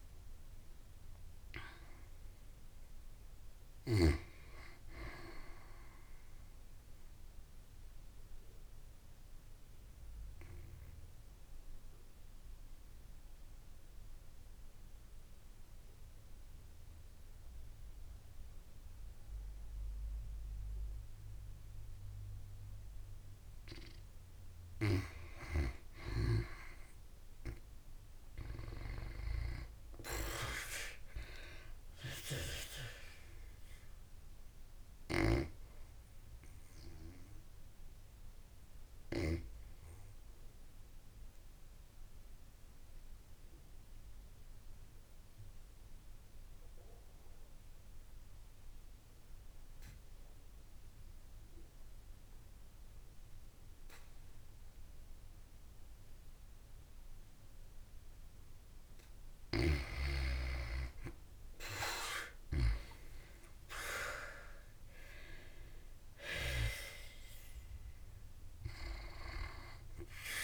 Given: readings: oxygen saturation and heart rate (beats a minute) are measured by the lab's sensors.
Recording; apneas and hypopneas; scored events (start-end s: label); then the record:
breathing in sleep by a room microphone; 2
0.00-28.00 s: oxygen desaturation (device-marked, oxygen 87% lowest, heart rate 51 extreme)
7.50-23.50 s: obstructive apnea (oxygen 96% before, 87% lowest, heart rate 63 before, 52 extreme)
27.50-31.00 s: arousal
34.00-46.00 s: oxygen desaturation (device-marked, oxygen 94% before, 88% lowest, heart rate 76 before, 51 extreme)
34.50-59.00 s: obstructive apnea (oxygen 94% before, 88% lowest, heart rate 76 before, 51 extreme, up 16 after)
61.50-66.00 s: arousal
64.00-70.44 s: oxygen desaturation (device-marked, oxygen 96% before, 91% lowest, heart rate 54 before, 51 extreme)
From the record:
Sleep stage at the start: N2 (light sleep); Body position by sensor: on the back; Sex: female